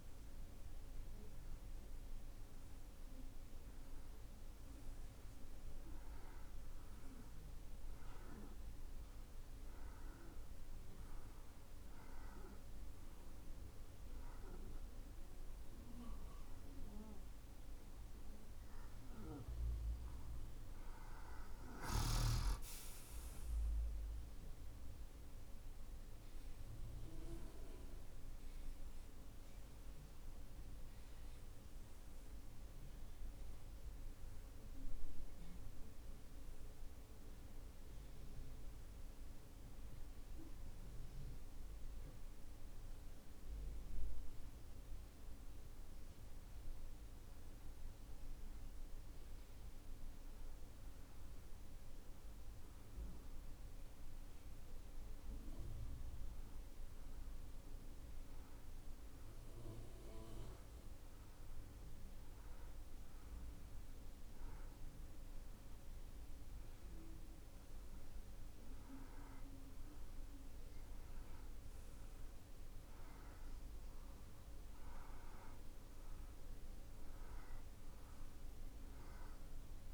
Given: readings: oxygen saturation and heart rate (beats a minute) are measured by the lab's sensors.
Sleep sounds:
breathing in sleep, hard to hear, by a room microphone; 2
10.00-20.00 s: obstructive apnea (oxygen 91% before, 90% lowest)
22.00-26.00 s: arousal
48.00-64.00 s: hypopnea (oxygen 92% before, 90% lowest)
65.00-68.50 s: arousal
77.50-79.94 s: oxygen desaturation (device-marked, oxygen 95% before, 90% lowest)
From the record:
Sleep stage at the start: N2 (light sleep); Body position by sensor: on the right side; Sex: male

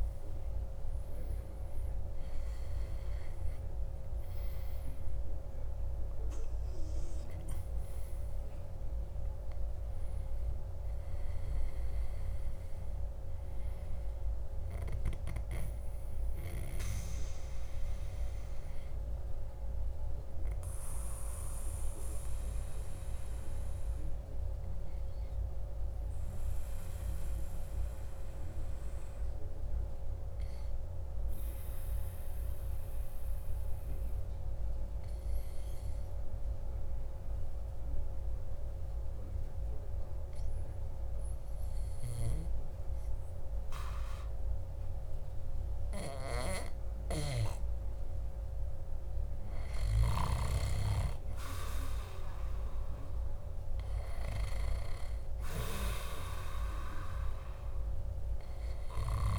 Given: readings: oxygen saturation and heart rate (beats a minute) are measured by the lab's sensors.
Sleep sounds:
breathing in sleep by a room microphone; 1
6.00-28.00 s: oxygen desaturation (device-marked, oxygen 98% before, 95% lowest, heart rate 57 before, 51 extreme)
26.00-48.00 s: obstructive apnea (oxygen 98% before, 94% lowest, heart rate 55 before, 53 extreme, up 1 after)
50.00-54.00 s: arousal
From the record:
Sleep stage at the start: N2 (light sleep); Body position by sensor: on the back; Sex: male

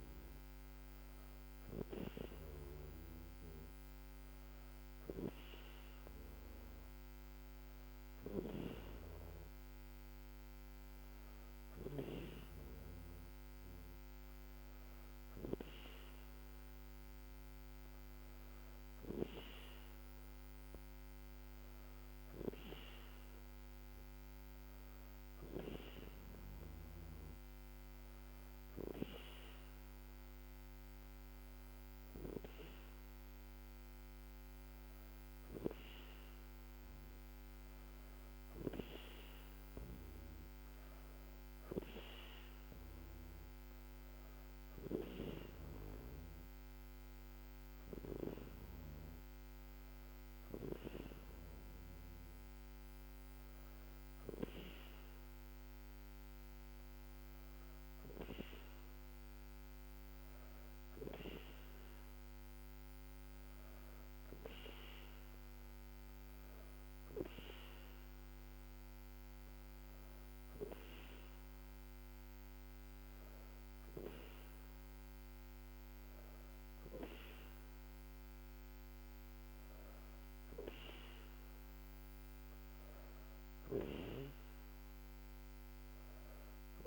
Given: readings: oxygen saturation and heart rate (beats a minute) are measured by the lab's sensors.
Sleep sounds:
breathing in sleep by a microphone on the trachea; none
none scored
From the record:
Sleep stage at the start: N2 (light sleep); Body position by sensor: on the back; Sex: female

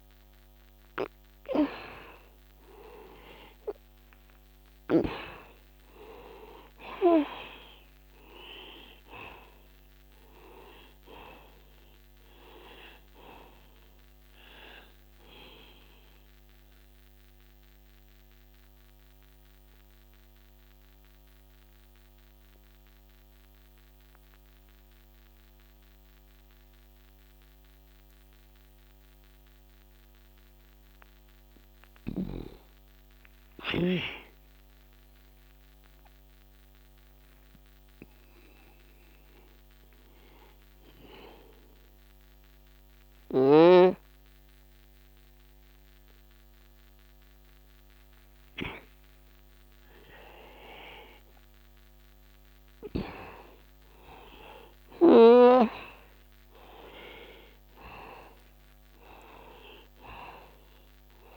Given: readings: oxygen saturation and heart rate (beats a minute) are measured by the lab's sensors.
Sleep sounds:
breathing in sleep by a microphone on the trachea; 1
0.00-1.00 s: arousal
0.50-38.50 s: oxygen desaturation (device-marked, oxygen 98% before, 88% lowest, heart rate 64 before, 62 extreme)
18.50-34.50 s: obstructive apnea (oxygen 98% before, 87% lowest, heart rate 63 before, 62 extreme, up 0 after)
36.00-40.00 s: arousal
54.50-61.37 s: oxygen desaturation (device-marked, oxygen 97% before, 87% lowest, heart rate 62 before, 61 extreme)
From the record:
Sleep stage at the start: N2 (light sleep); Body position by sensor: on the back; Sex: male

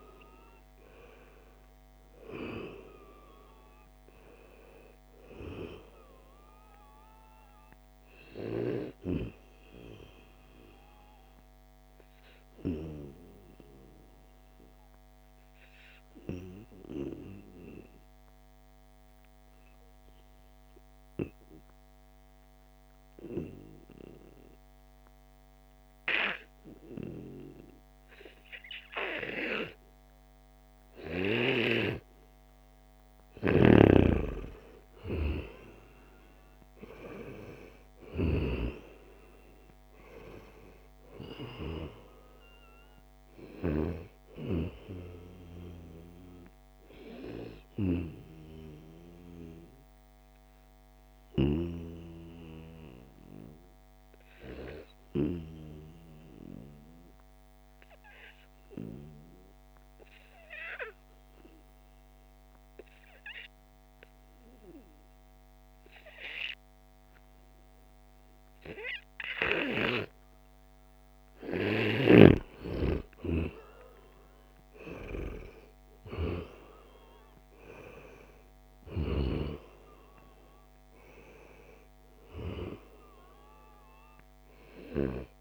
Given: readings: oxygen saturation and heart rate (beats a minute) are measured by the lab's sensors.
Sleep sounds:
breathing in sleep by a microphone on the trachea; 2
0.00-20.00 s: oxygen desaturation (device-marked, oxygen 88% lowest, heart rate 72 extreme)
11.00-32.00 s: obstructive apnea (oxygen 96% before, 88% lowest, heart rate 76 before, 72 extreme, up 0 after)
34.00-38.50 s: arousal
35.00-59.00 s: oxygen desaturation (device-marked, oxygen 96% before, 91% lowest, heart rate 75 before, 70 extreme)
47.00-71.50 s: obstructive apnea (oxygen 97% before, 90% lowest, heart rate 74 before, 70 extreme, up 5 after)
57.50-59.50 s: long interval between heartbeats (device-marked, heart rate 77 before, 84 extreme)
72.00-85.41 s: oxygen desaturation (device-marked, oxygen 96% before, 90% lowest, heart rate 77 before, 72 extreme)
73.00-76.50 s: arousal
From the record:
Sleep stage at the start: N2 (light sleep); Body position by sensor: on the right side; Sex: male

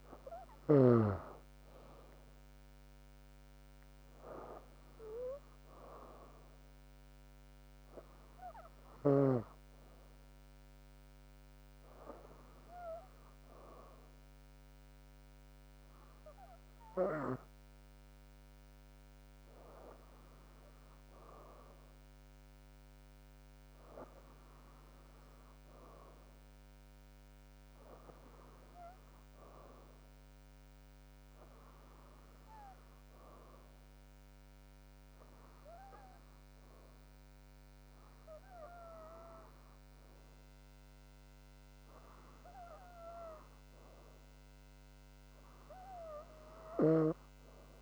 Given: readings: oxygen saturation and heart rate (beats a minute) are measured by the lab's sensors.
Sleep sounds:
breathing in sleep by a microphone on the trachea; none
33.00-36.50 s: arousal
34.00-36.00 s: long interval between heartbeats (device-marked, heart rate 68 before, 77 extreme)
From the record:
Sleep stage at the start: N2 (light sleep); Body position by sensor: on the back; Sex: female

